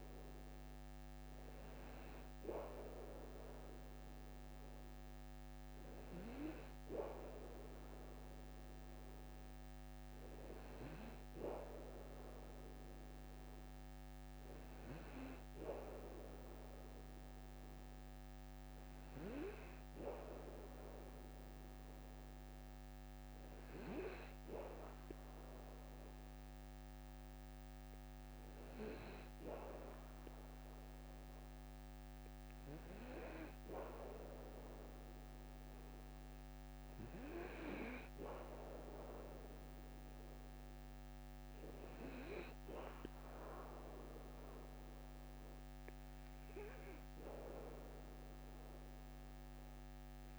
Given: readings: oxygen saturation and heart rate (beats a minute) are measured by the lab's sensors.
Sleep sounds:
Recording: breathing in sleep by a microphone on the trachea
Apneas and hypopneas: none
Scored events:
none scored
From the record:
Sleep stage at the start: N2 (light sleep)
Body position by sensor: on the back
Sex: male

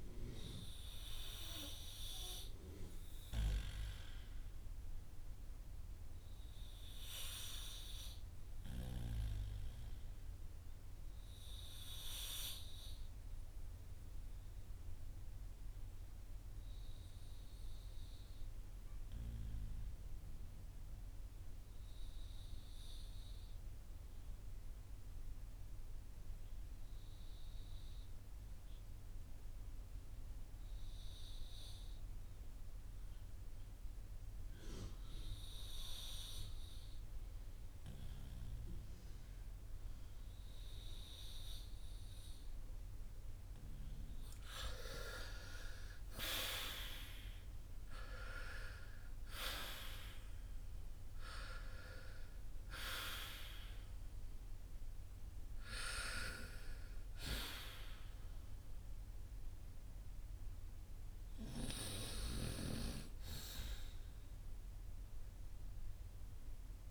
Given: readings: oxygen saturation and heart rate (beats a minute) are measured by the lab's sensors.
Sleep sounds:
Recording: breathing in sleep by a room microphone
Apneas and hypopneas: 1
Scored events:
0.00-2.50 s: arousal
0.00-32.50 s: oxygen desaturation (device-marked, oxygen 86% lowest, heart rate 45 extreme)
11.50-43.00 s: obstructive apnea (oxygen 94% before, 83% lowest, heart rate 59 before, 45 extreme, up 12 after)
44.00-48.50 s: arousal
From the record:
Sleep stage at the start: REM sleep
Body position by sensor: on the back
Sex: male

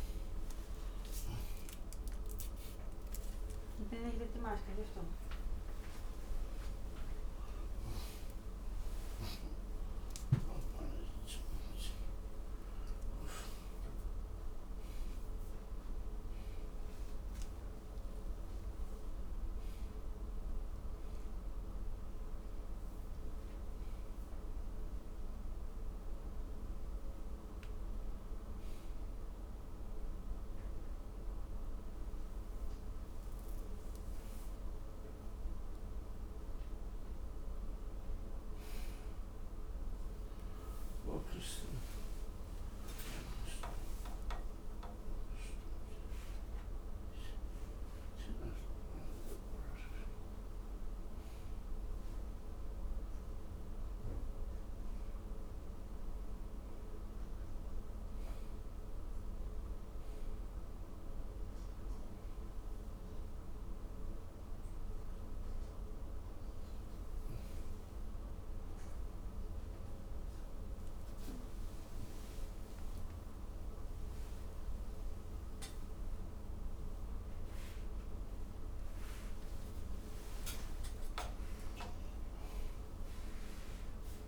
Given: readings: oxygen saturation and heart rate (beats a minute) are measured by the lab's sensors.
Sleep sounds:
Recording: a person awake in a sleep study, hard to hear, by a room microphone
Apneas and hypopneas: none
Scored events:
none scored
From the record:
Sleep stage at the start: awake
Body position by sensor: upright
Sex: male

